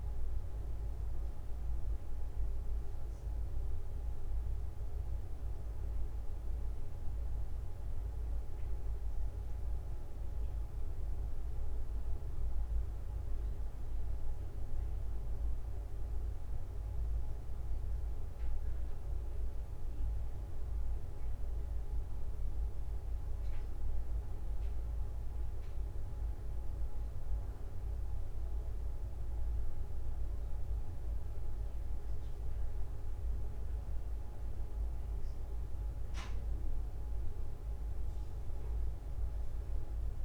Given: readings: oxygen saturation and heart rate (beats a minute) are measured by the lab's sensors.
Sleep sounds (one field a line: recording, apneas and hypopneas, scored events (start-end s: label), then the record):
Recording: breathing in sleep, hard to hear, by a room microphone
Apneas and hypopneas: none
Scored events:
none scored
From the record:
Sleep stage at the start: N1 (lightest sleep)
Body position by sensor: on the back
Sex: male